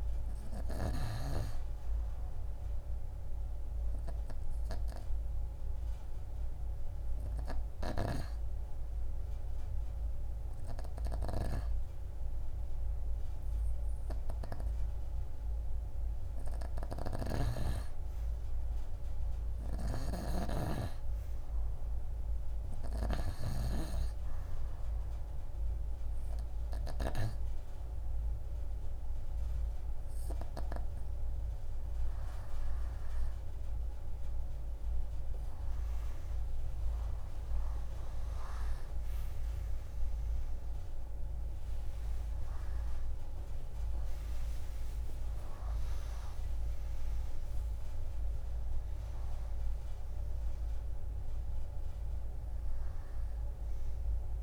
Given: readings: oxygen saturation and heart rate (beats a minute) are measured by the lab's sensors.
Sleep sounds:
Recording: breathing in sleep by a room microphone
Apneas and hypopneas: 1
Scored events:
3.00-16.50 s: hypopnea (oxygen 93% before, 88% lowest)
17.00-20.50 s: snoring (device-marked)
19.00-22.00 s: arousal
22.50-36.50 s: oxygen desaturation (device-marked, oxygen 94% before, 88% lowest, heart rate 39 before, 26 extreme)
45.00-50.00 s: arousal
From the record:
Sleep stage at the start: N2 (light sleep)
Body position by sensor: on the right side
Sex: female

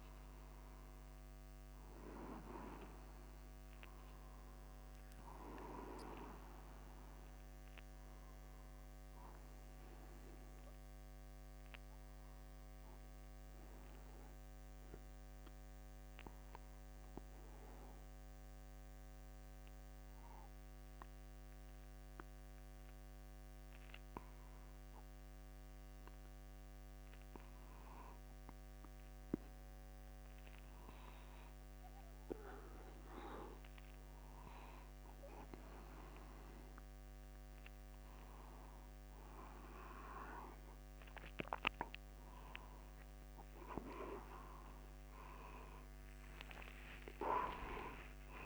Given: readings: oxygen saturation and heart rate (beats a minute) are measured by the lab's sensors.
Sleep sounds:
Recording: breathing in sleep by a microphone on the trachea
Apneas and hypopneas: 1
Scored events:
0.00-2.50 s: arousal
11.00-27.00 s: obstructive apnea (oxygen 97% before, 94% lowest, heart rate 53 before, 54 extreme, up 0 after)
44.50-48.46 s: new sleep stage, awake
45.00-47.00 s: long interval between heartbeats (device-marked, heart rate 55 before, 72 extreme)
47.00-48.46 s: long interval between heartbeats (device-marked, heart rate 57 before, 104 extreme)
From the record:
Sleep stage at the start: N1 (lightest sleep)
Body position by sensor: upright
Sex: male

